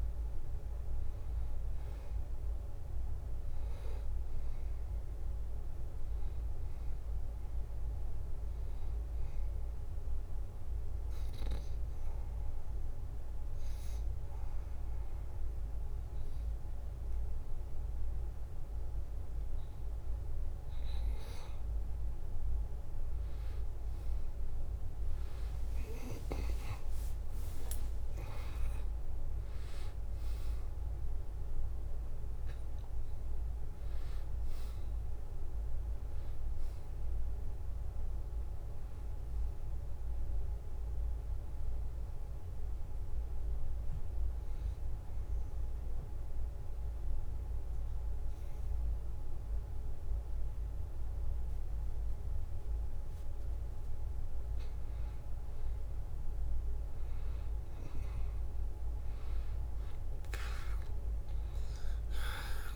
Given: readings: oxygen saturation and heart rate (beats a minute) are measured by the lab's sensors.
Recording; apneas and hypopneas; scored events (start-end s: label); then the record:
breathing in sleep, hard to hear, by a room microphone; 2
0.00-1.00 s: arousal
2.00-13.00 s: oxygen desaturation (device-marked, oxygen 95% before, 91% lowest, heart rate 72 before, 69 extreme)
10.50-21.00 s: obstructive apnea (oxygen 95% before, 89% lowest, heart rate 73 before, 69 extreme, up 5 after)
27.50-31.00 s: arousal
28.00-46.00 s: oxygen desaturation (device-marked, oxygen 95% before, 89% lowest, heart rate 72 before, 70 extreme)
44.00-54.50 s: obstructive apnea (oxygen 95% before, 89% lowest, heart rate 77 before, 70 extreme, up 2 after)
From the record:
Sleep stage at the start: N2 (light sleep); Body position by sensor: on the back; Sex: male